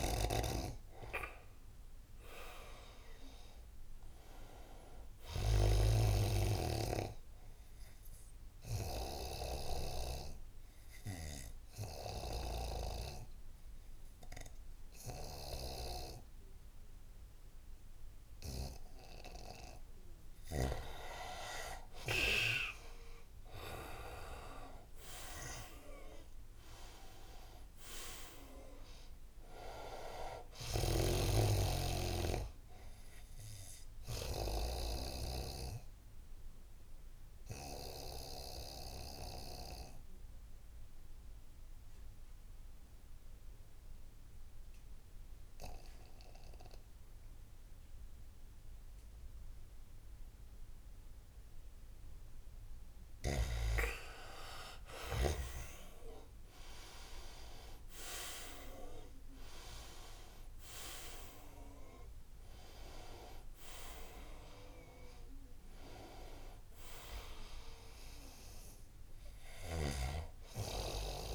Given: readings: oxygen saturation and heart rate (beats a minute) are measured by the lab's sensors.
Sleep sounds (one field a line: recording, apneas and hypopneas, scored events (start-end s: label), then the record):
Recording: breathing in sleep by a room microphone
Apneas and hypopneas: 2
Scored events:
0.00-12.00 s: oxygen desaturation (device-marked, oxygen 92% lowest, heart rate 74 extreme)
7.50-19.50 s: obstructive apnea (oxygen 98% before, 85% lowest, heart rate 81 before, 74 extreme)
21.50-24.50 s: arousal
23.00-41.00 s: oxygen desaturation (device-marked, oxygen 97% before, 91% lowest, heart rate 83 before, 73 extreme)
35.50-52.50 s: obstructive apnea (oxygen 97% before, 85% lowest, heart rate 79 before, 73 extreme, up 11 after)
50.00-71.35 s: oxygen desaturation (device-marked, oxygen 97% before, 85% lowest, heart rate 80 before, 69 extreme)
54.00-57.50 s: arousal
From the record:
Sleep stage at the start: N2 (light sleep)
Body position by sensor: on the right side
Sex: male